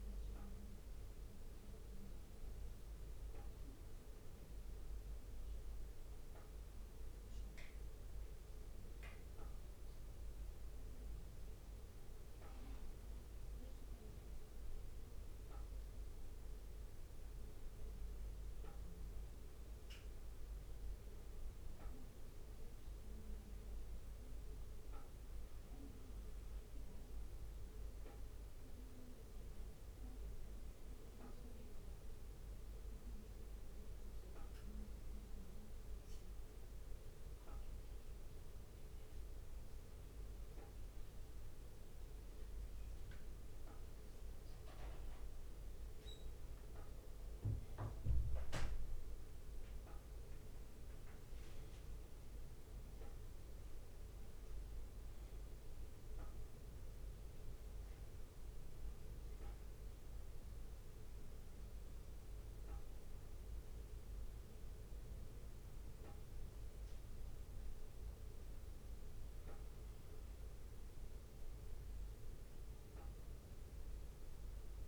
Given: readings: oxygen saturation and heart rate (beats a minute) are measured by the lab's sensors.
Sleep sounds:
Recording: breathing in sleep, hard to hear, by a room microphone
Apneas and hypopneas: none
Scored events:
0.00-52.50 s: bradycardia (device-marked, heart rate 58 extreme)
56.50-74.88 s: bradycardia (device-marked, heart rate 60 before, 57 extreme)
From the record:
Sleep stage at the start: N2 (light sleep)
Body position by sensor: on the back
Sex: male

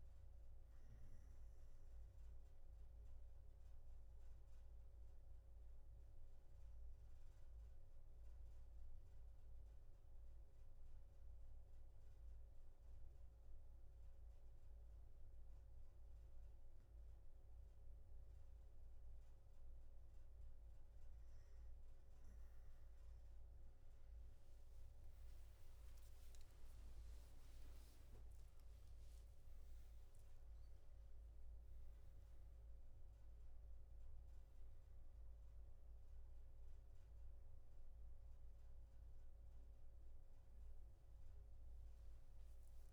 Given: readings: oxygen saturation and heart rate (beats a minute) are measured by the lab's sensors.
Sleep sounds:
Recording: breathing in sleep, hard to hear, by a room microphone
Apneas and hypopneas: 1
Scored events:
0.00-18.50 s: oxygen desaturation (device-marked, oxygen 92% lowest, heart rate 79 extreme)
2.00-16.50 s: central apnea (oxygen 96% before, 92% lowest, heart rate 122 before, 79 extreme, up 0 after)
From the record:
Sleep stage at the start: N2 (light sleep)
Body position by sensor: on the back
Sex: male

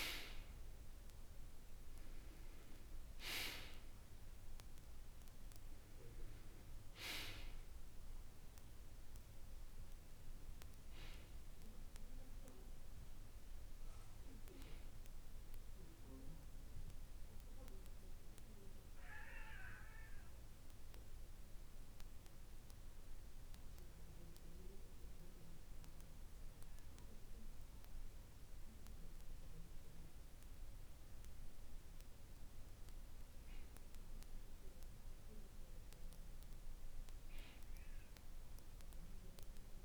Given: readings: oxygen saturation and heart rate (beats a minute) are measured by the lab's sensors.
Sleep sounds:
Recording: breathing in sleep by a room microphone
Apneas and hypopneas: 1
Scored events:
0.00-18.00 s: oxygen desaturation (device-marked, oxygen 88% lowest, heart rate 46 extreme)
14.50-34.00 s: hypopnea (oxygen 94% before, 88% lowest, heart rate 57 before, 46 extreme, up 3 after)
36.50-39.85 s: arousal
From the record:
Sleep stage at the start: N2 (light sleep)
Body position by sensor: on the back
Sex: male

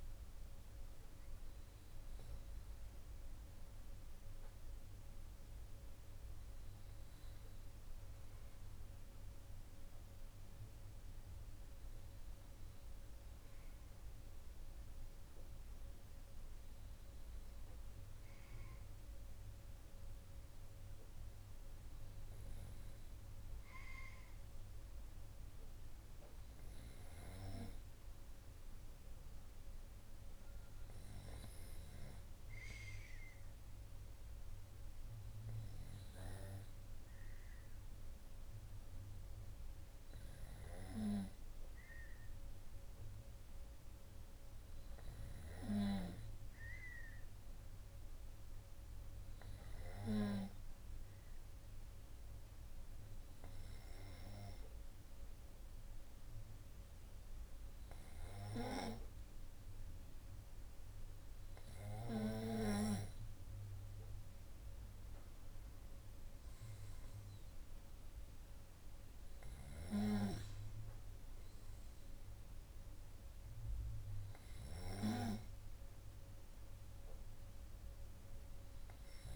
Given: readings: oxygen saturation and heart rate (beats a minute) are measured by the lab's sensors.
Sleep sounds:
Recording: breathing in sleep by a room microphone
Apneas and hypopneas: 1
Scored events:
28.50-32.00 s: arousal
37.00-61.50 s: hypopnea (oxygen 97% before, 95% lowest, heart rate 167 before, 30 extreme, up 6 after)
64.00-67.50 s: arousal
From the record:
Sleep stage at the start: N2 (light sleep)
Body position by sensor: on the right side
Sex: male

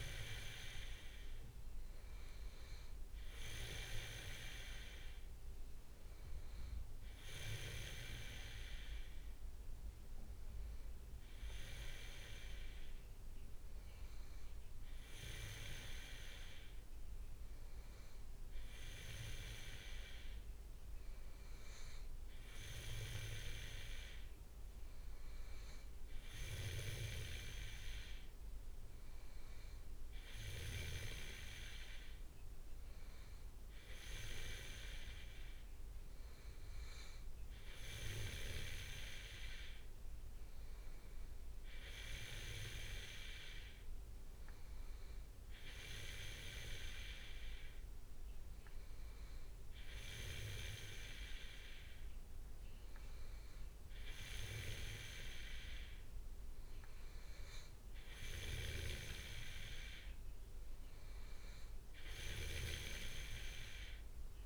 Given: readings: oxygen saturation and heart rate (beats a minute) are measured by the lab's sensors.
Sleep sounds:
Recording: breathing in sleep by a room microphone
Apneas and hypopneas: none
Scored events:
18.50-20.50 s: leg movement (device-marked)
From the record:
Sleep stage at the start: N2 (light sleep)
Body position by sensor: on the back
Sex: male

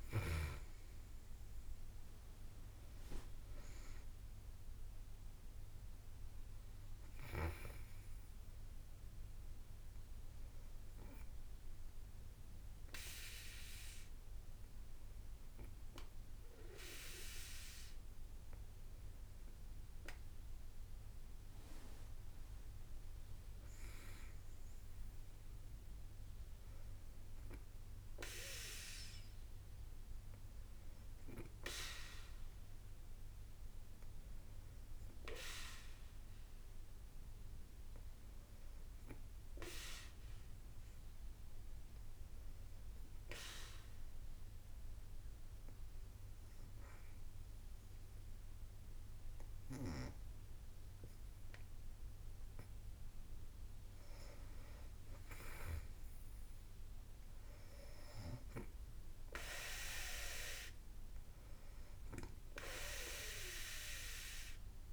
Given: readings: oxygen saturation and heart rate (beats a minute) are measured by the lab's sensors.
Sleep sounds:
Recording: breathing in sleep by a room microphone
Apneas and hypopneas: 2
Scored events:
0.00-10.00 s: drop in pulse transit time (device-marked, heart rate 58 extreme)
0.00-16.00 s: oxygen desaturation (device-marked, oxygen 86% lowest, heart rate 55 extreme)
9.50-21.50 s: hypopnea (oxygen 99% before, 86% lowest, heart rate 59 before, 55 extreme, up 5 after)
23.00-27.00 s: arousal
25.00-35.00 s: drop in pulse transit time (device-marked, heart rate 57 before, 56 extreme)
35.50-53.00 s: hypopnea (oxygen 99% before, 90% lowest, heart rate 57 before, 55 extreme, up 5 after)
55.00-64.93 s: drop in pulse transit time (device-marked, heart rate 57 before, 55 extreme)
56.00-64.93 s: oxygen desaturation (device-marked, oxygen 96% before, 90% lowest, heart rate 57 before, 52 extreme)
From the record:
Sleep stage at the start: N2 (light sleep)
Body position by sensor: on the back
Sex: female

